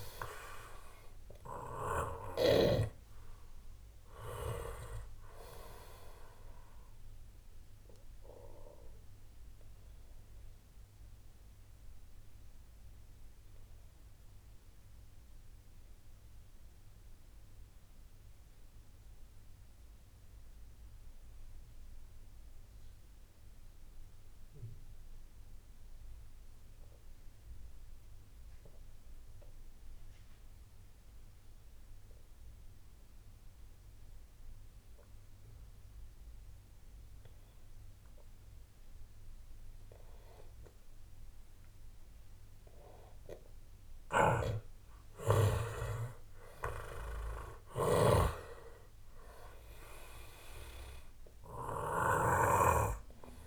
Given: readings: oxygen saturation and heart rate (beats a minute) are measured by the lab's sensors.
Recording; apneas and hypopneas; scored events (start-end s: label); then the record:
breathing in sleep by a room microphone; 1
0.00-25.00 s: oxygen desaturation (device-marked, oxygen 89% lowest)
8.50-43.00 s: obstructive apnea (oxygen 98% before, 88% lowest, heart rate 43 before, 26 extreme, up 9 after)
41.00-53.47 s: oxygen desaturation (device-marked, oxygen 96% before, 88% lowest)
44.00-53.47 s: snoring (device-marked)
45.00-48.50 s: arousal
From the record:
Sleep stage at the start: N2 (light sleep); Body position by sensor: on the back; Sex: male